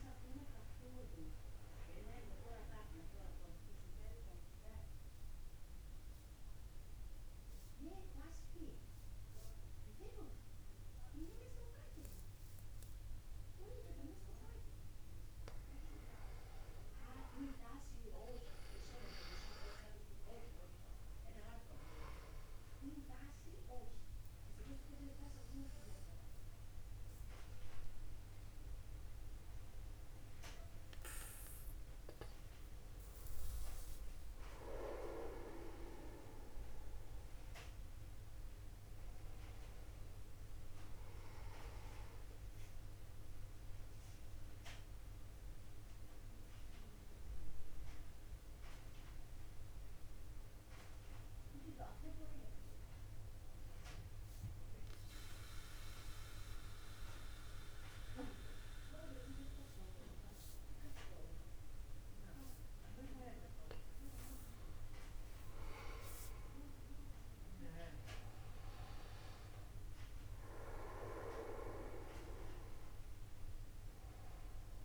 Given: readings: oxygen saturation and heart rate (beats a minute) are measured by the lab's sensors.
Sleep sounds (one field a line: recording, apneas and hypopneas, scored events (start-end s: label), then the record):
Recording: breathing in sleep by a room microphone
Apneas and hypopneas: 2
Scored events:
4.00-15.50 s: mixed apnea (oxygen 98% before, 94% lowest, heart rate 50 before, 50 extreme, up 1 after)
17.00-21.00 s: arousal
43.00-62.00 s: mixed apnea (oxygen 97% before, 94% lowest, heart rate 51 before, 50 extreme, up 0 after)
66.00-70.00 s: arousal
From the record:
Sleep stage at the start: N2 (light sleep)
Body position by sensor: upright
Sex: male